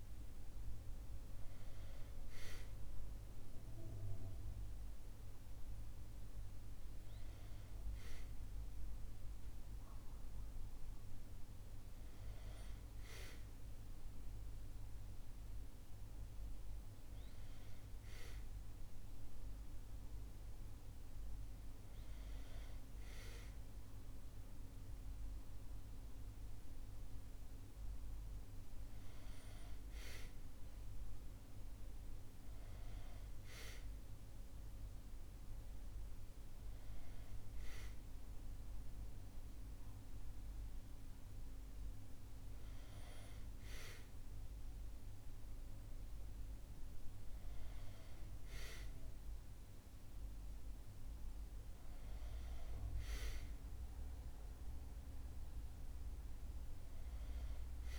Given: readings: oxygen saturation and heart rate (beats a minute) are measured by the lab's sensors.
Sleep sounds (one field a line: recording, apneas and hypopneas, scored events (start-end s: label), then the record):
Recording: breathing in sleep, hard to hear, by a room microphone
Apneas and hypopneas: none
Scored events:
none scored
From the record:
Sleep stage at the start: N2 (light sleep)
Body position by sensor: on the back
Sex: male